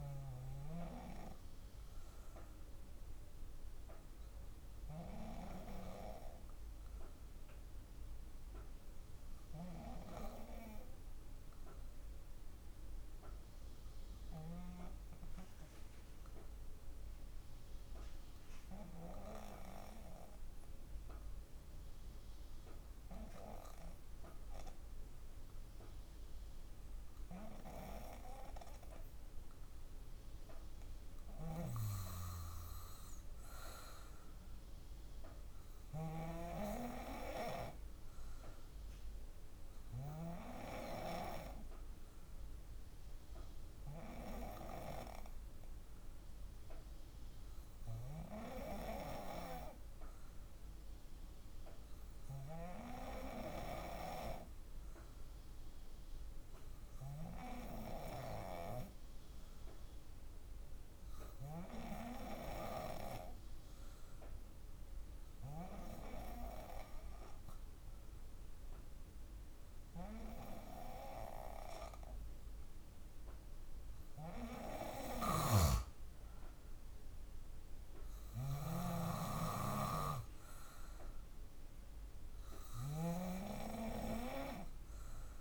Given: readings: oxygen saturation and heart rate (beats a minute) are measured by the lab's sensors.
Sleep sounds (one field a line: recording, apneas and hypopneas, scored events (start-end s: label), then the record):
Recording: breathing in sleep by a room microphone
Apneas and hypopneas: 2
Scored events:
10.50-30.50 s: obstructive apnea (oxygen 96% before, 94% lowest, heart rate 55 before, 52 extreme, up 2 after)
32.50-36.50 s: arousal
57.50-71.50 s: hypopnea (oxygen 96% before, 94% lowest, heart rate 55 before, 52 extreme, up 3 after)
74.00-80.00 s: arousal
74.50-85.41 s: snoring (device-marked)
From the record:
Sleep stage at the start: N2 (light sleep)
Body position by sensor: on the back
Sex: female